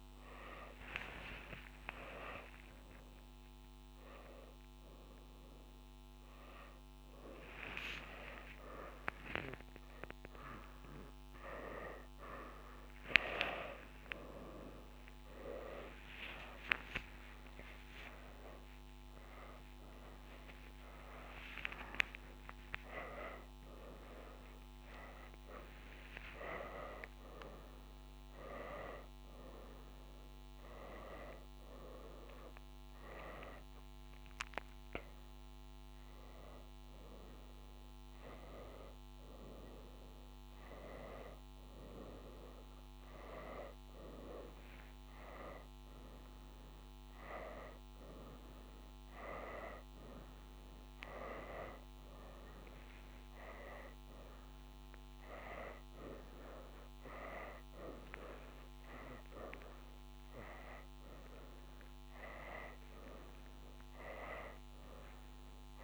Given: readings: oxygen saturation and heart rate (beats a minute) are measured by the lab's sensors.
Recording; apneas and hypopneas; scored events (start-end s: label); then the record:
a person awake in a sleep study, by a microphone on the trachea; none
0.00-5.00 s: tachycardia (device-marked, heart rate 118 extreme)
10.00-17.00 s: tachycardia (device-marked, heart rate 98 before, 109 extreme)
19.00-41.00 s: tachycardia (device-marked, heart rate 99 before, 105 extreme)
48.00-64.00 s: oxygen desaturation (device-marked, oxygen 96% before, 92% lowest, heart rate 101 before, 98 extreme)
55.00-65.84 s: tachycardia (device-marked, heart rate 99 before, 130 extreme)
From the record:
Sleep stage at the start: awake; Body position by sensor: on the right side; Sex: female